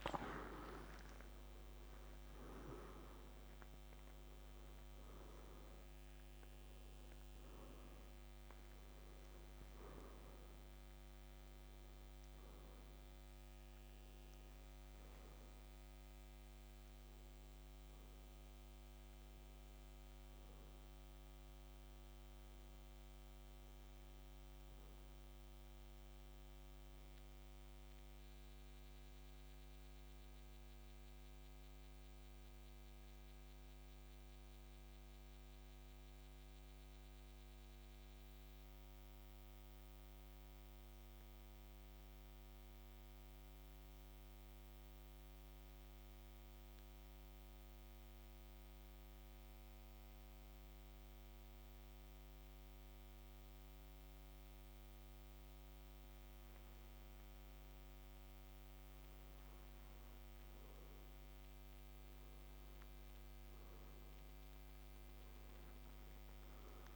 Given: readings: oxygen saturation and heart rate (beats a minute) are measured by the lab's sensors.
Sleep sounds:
breathing in sleep, hard to hear, by a microphone on the trachea; 1
3.00-36.00 s: oxygen desaturation (device-marked, oxygen 96% before, 91% lowest, heart rate 59 before, 53 extreme)
19.00-23.50 s: arousal
27.00-57.50 s: obstructive apnea (oxygen 95% before, 92% lowest, heart rate 57 before, 53 extreme, up 2 after)
59.00-63.50 s: arousal
From the record:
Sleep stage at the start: N2 (light sleep); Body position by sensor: on the back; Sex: male

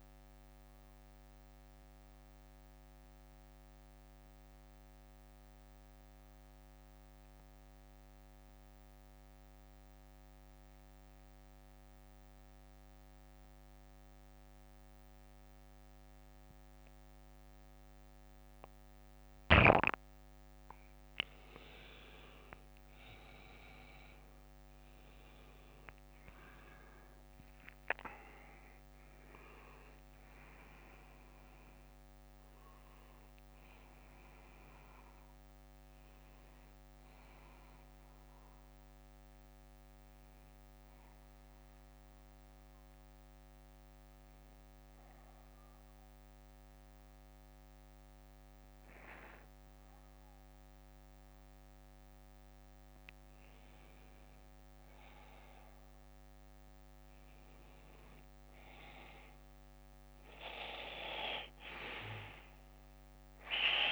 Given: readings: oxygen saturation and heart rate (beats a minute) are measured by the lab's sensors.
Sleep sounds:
breathing in sleep by a microphone on the trachea; 2
0.00-5.50 s: bradycardia (device-marked, heart rate 47 extreme)
1.50-12.50 s: oxygen desaturation (device-marked, oxygen 94% before, 91% lowest, heart rate 63 before, 52 extreme)
1.50-21.00 s: mixed apnea (oxygen 96% before, 91% lowest, heart rate 63 before, 48 extreme, up 15 after)
7.50-10.50 s: bradycardia (device-marked, heart rate 61 before, 52 extreme)
28.50-33.50 s: arousal
36.50-49.50 s: bradycardia (device-marked, heart rate 61 before, 48 extreme)
43.00-53.50 s: obstructive apnea (oxygen 97% before, 92% lowest, heart rate 65 before, 50 extreme, up 11 after)
52.50-63.50 s: bradycardia (device-marked, heart rate 61 before, 57 extreme)
54.50-58.50 s: arousal
From the record:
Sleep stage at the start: N2 (light sleep); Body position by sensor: on the back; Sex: male

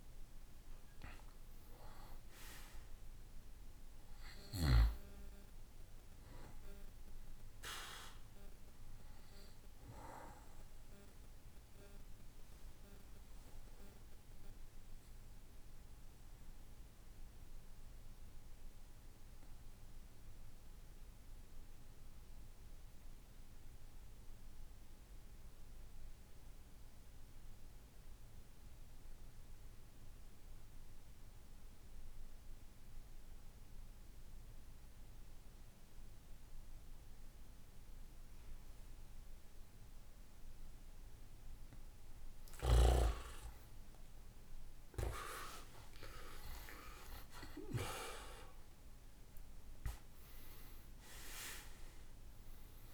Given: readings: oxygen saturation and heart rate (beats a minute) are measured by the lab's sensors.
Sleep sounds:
breathing in sleep by a room microphone; 1
0.00-25.50 s: oxygen desaturation (device-marked, oxygen 88% lowest, heart rate 57 extreme)
10.50-40.00 s: obstructive apnea (oxygen 97% before, 88% lowest, heart rate 74 before, 57 extreme, up 17 after)
39.50-52.94 s: oxygen desaturation (device-marked, oxygen 99% before, 89% lowest, heart rate 61 before, 58 extreme)
42.00-47.50 s: arousal
From the record:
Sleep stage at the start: N2 (light sleep); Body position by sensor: on the back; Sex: male

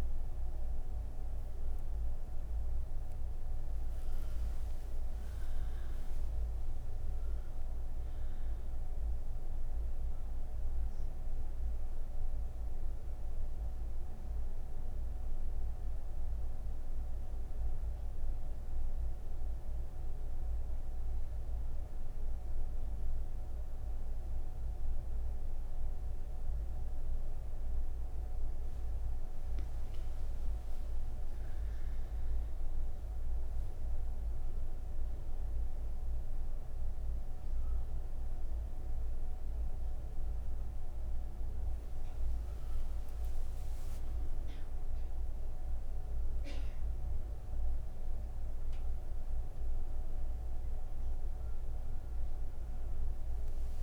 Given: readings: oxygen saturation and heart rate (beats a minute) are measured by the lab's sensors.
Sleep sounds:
breathing in sleep, hard to hear, by a room microphone; 1
18.50-30.00 s: obstructive apnea (oxygen 97% before, 95% lowest)
From the record:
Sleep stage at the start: N1 (lightest sleep); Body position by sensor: on the right side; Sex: female

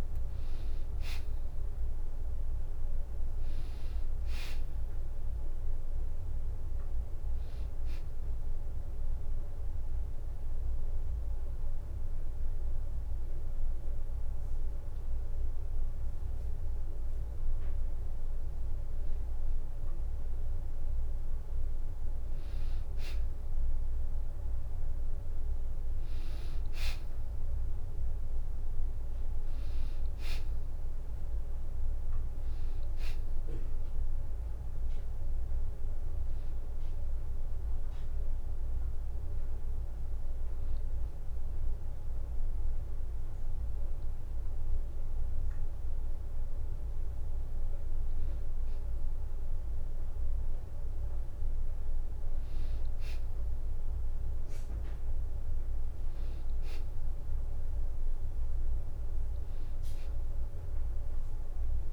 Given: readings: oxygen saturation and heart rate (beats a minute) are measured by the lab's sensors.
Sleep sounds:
breathing in sleep, hard to hear, by a room microphone; 1
7.50-18.00 s: hypopnea (oxygen 97% before, 94% lowest, heart rate 66 before, 64 extreme, up 2 after)
19.50-22.00 s: arousal
28.50-33.50 s: oxygen desaturation (device-marked, oxygen 97% before, 94% lowest, heart rate 66 before, 65 extreme)
44.50-46.50 s: tachycardia (device-marked, heart rate 71 before, 87 extreme)
47.50-49.50 s: long interval between heartbeats (device-marked, heart rate 71 before, 102 extreme)
From the record:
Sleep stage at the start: N2 (light sleep); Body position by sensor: on the back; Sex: female

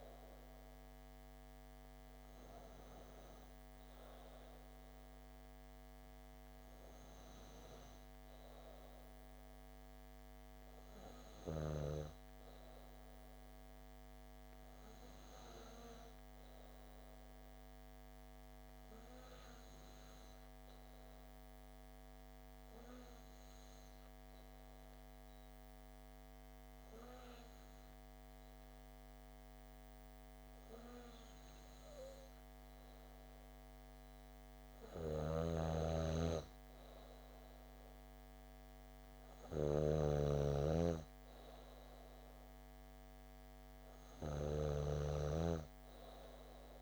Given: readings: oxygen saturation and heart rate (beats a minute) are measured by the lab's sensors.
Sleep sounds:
breathing in sleep by a microphone on the trachea; 1
20.50-33.00 s: hypopnea (oxygen 95% before, 93% lowest)
35.00-38.00 s: arousal
35.50-40.50 s: snoring (device-marked)
From the record:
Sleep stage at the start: N2 (light sleep); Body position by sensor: on the back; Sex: female

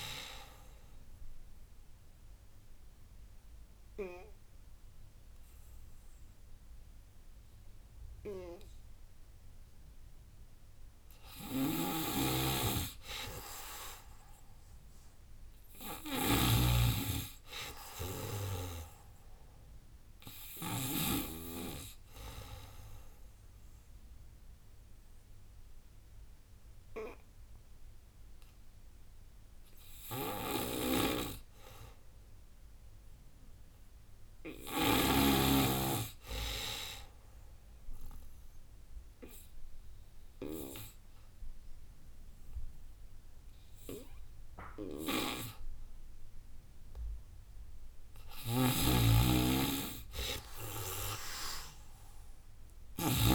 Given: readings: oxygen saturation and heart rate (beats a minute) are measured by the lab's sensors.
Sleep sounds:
breathing in sleep by a room microphone; 2
0.00-3.00 s: drop in pulse transit time (device-marked, heart rate 86 extreme)
0.50-11.50 s: obstructive apnea (oxygen 98% before, 91% lowest, heart rate 96 before, 76 extreme, up 20 after)
3.00-14.00 s: oxygen desaturation (device-marked, oxygen 98% before, 93% lowest, heart rate 93 before, 76 extreme)
4.00-6.00 s: long interval between heartbeats (device-marked, heart rate 93 before, 83 extreme)
7.00-9.00 s: long interval between heartbeats (device-marked, heart rate 93 before, 86 extreme)
11.00-13.00 s: long interval between heartbeats (device-marked, heart rate 89 before, 87 extreme)
11.00-20.50 s: snoring (device-marked)
14.00-17.50 s: arousal
15.00-24.00 s: drop in pulse transit time (device-marked, heart rate 88 before, 90 extreme)
16.00-18.00 s: tachycardia (device-marked, heart rate 108 before, 98 extreme)
19.50-21.50 s: long interval between heartbeats (device-marked, heart rate 88 before, 102 extreme)
20.00-33.00 s: oxygen desaturation (device-marked, oxygen 97% before, 92% lowest, heart rate 89 before, 76 extreme)
23.50-33.50 s: obstructive apnea (oxygen 98% before, 91% lowest, heart rate 90 before, 79 extreme, up 44 after)
27.50-29.50 s: long interval between heartbeats (device-marked, heart rate 90 before, 92 extreme)
28.00-30.00 s: tachycardia (device-marked, heart rate 108 before, 97 extreme)
30.50-34.50 s: snoring (device-marked)
31.00-33.00 s: long interval between heartbeats (device-marked, heart rate 92 before, 106 extreme)
31.00-40.00 s: tachycardia (device-marked, heart rate 108 before, 120 extreme)
33.50-35.50 s: long interval between heartbeats (device-marked, heart rate 94 before, 96 extreme)
36.00-39.50 s: arousal
36.50-38.50 s: long interval between heartbeats (device-marked, heart rate 96 before, 118 extreme)
38.50-40.50 s: long interval between heartbeats (device-marked, heart rate 99 before, 118 extreme)
40.50-42.50 s: long interval between heartbeats (device-marked, heart rate 101 before, 112 extreme)
42.00-51.00 s: oxygen desaturation (device-marked, oxygen 97% before, 93% lowest, heart rate 102 before, 78 extreme)
44.50-53.35 s: snoring (device-marked)
47.00-53.35 s: tachycardia (device-marked, heart rate 108 before, 120 extreme)
48.00-50.00 s: long interval between heartbeats (device-marked, heart rate 104 before, 98 extreme)
50.50-52.50 s: long interval between heartbeats (device-marked, heart rate 104 before, 107 extreme)
From the record:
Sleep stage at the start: N2 (light sleep); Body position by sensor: on the back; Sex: female

